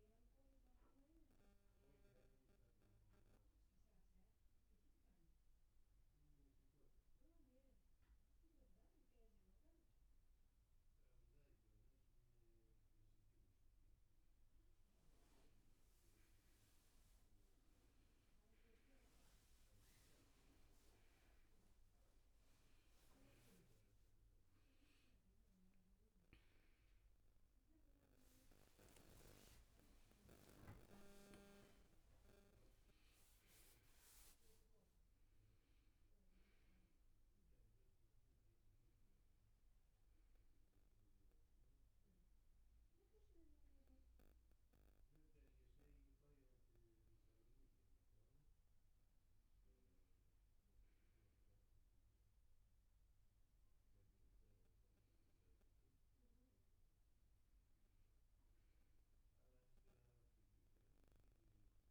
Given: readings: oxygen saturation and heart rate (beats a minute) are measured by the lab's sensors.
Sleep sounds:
a person awake in a sleep study, hard to hear, by a room microphone; none
24.50-61.91 s: new sleep stage, awake
From the record:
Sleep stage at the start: N1 (lightest sleep); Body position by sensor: on the back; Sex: male

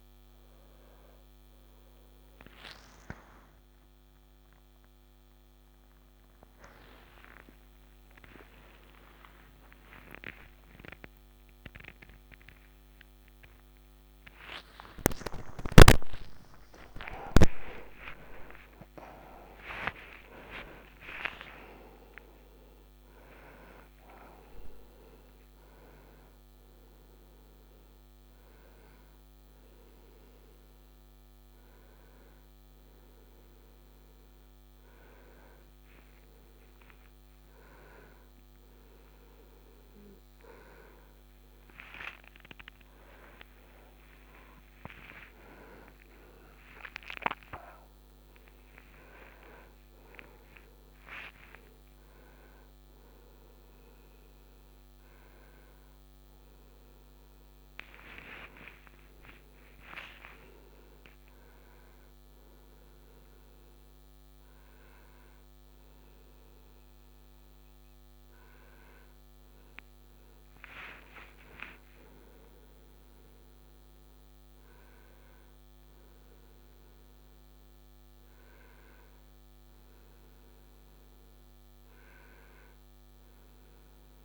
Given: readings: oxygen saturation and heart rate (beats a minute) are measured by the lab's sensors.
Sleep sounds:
a person awake in a sleep study, by a microphone on the trachea; none
17.00-27.00 s: oxygen desaturation (device-marked, oxygen 95% before, 92% lowest)
From the record:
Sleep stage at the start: awake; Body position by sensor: on the right side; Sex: male

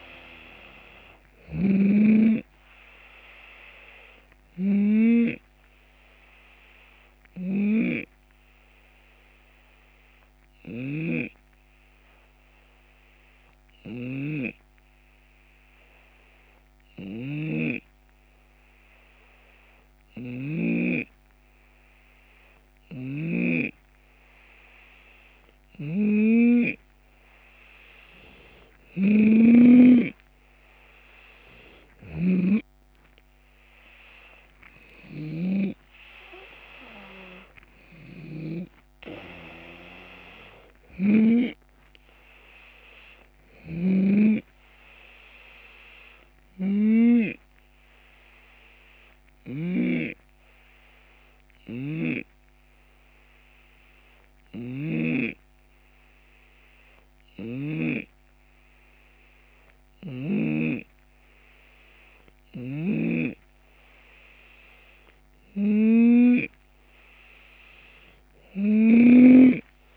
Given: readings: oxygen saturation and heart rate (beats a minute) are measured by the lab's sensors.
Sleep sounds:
breathing in sleep by a microphone on the trachea; 2
0.00-1.00 s: oxygen desaturation (device-marked, oxygen 89% lowest, heart rate 71 extreme)
0.00-3.00 s: drop in pulse transit time (device-marked, heart rate 78 extreme)
0.50-10.50 s: snoring (device-marked)
5.00-26.00 s: hypopnea (oxygen 94% before, 89% lowest, heart rate 78 before, 71 extreme, up 5 after)
16.50-23.00 s: snoring (device-marked)
25.00-41.00 s: snoring (device-marked)
32.00-37.00 s: arousal
32.00-46.00 s: drop in pulse transit time (device-marked, heart rate 74 before, 78 extreme)
32.00-46.00 s: oxygen desaturation (device-marked, oxygen 93% before, 89% lowest, heart rate 74 before, 73 extreme)
43.00-57.50 s: snoring (device-marked)
46.50-65.00 s: hypopnea (oxygen 93% before, 89% lowest, heart rate 78 before, 73 extreme, up 6 after)
62.00-69.97 s: snoring (device-marked)
From the record:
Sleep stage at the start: N2 (light sleep); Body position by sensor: on the left side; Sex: male

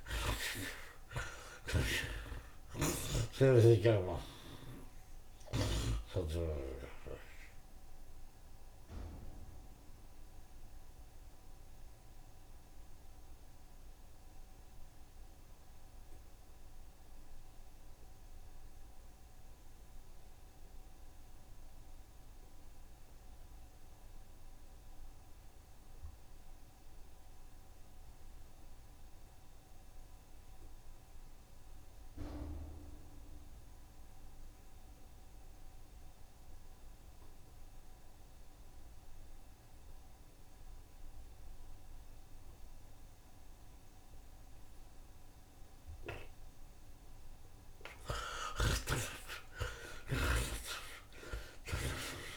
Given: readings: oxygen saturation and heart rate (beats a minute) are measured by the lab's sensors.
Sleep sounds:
breathing in sleep by a room microphone; 1
0.00-22.00 s: oxygen desaturation (device-marked, oxygen 50% lowest, heart rate 72 extreme)
3.50-7.00 s: snoring (device-marked)
7.50-45.50 s: mixed apnea (oxygen 59% before, 50% lowest, heart rate 90 before, 72 extreme, up 14 after)
27.00-52.37 s: oxygen desaturation (device-marked, oxygen 84% before, 52% lowest, heart rate 81 before, 75 extreme)
48.00-52.37 s: arousal
49.50-51.50 s: long interval between heartbeats (device-marked, heart rate 76 before, 86 extreme)
From the record:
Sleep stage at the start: N2 (light sleep); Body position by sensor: on the right side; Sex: male

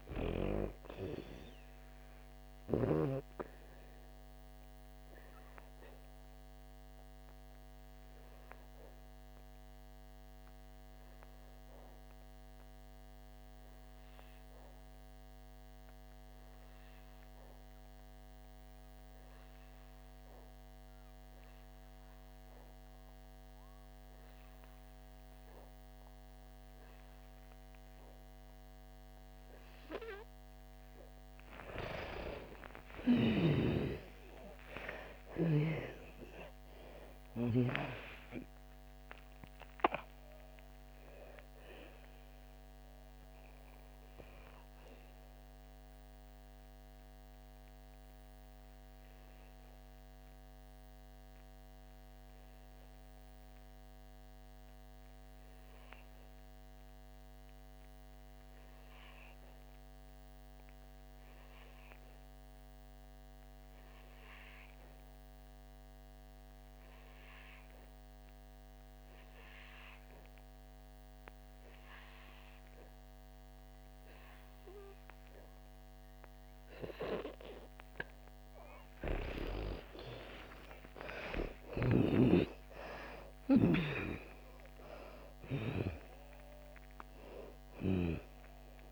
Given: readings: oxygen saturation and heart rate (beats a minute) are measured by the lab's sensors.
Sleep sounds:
breathing in sleep by a microphone on the trachea; 2
0.00-26.50 s: oxygen desaturation (device-marked, oxygen 85% lowest, heart rate 55 extreme)
5.00-29.00 s: obstructive apnea (oxygen 98% before, 83% lowest, heart rate 62 before, 55 extreme, up 7 after)
33.00-39.50 s: arousal
33.50-38.00 s: snoring (device-marked)
38.50-66.50 s: oxygen desaturation (device-marked, oxygen 97% before, 83% lowest, heart rate 59 before, 55 extreme)
45.50-78.50 s: obstructive apnea (oxygen 97% before, 83% lowest, heart rate 65 before, 53 extreme, up 9 after)
74.50-88.92 s: oxygen desaturation (device-marked, oxygen 99% before, 83% lowest, heart rate 60 before, 53 extreme)
79.50-85.00 s: arousal
From the record:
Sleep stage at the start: N2 (light sleep); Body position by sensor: on the back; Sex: female

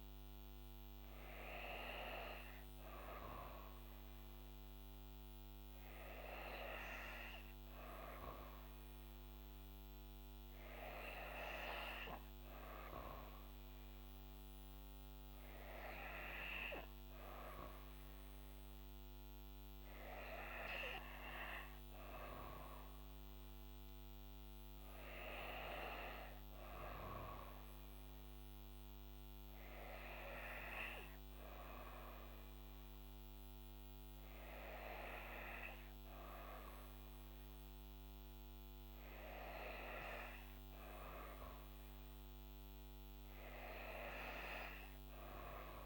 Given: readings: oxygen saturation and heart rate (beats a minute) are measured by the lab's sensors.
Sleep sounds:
breathing in sleep by a microphone on the trachea; none
none scored
From the record:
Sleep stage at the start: N2 (light sleep); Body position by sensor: on the back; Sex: female

